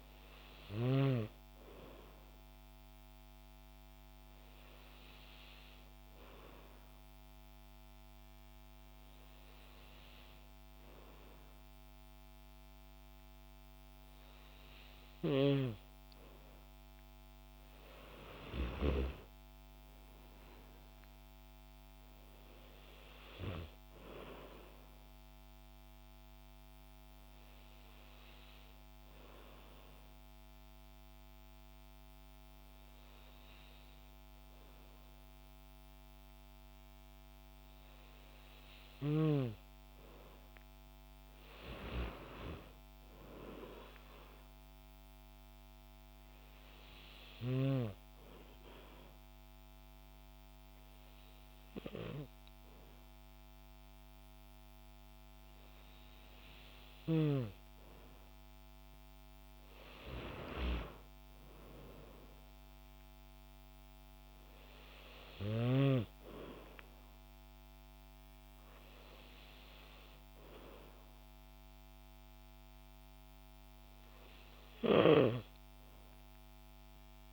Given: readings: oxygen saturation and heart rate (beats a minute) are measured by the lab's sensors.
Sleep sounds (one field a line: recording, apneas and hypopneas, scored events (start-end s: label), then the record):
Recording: breathing in sleep by a microphone on the trachea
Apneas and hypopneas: 3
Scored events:
2.00-15.00 s: hypopnea (oxygen 96% before, 92% lowest, heart rate 72 before, 52 extreme)
18.50-23.00 s: arousal
29.00-40.00 s: hypopnea (oxygen 96% before, 93% lowest, heart rate 85 before, 67 extreme)
42.00-45.50 s: arousal
48.50-58.50 s: hypopnea (oxygen 96% before, 93% lowest, heart rate 85 before, 56 extreme, up 38 after)
60.50-63.50 s: arousal
From the record:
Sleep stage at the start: N2 (light sleep)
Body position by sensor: on the back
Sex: female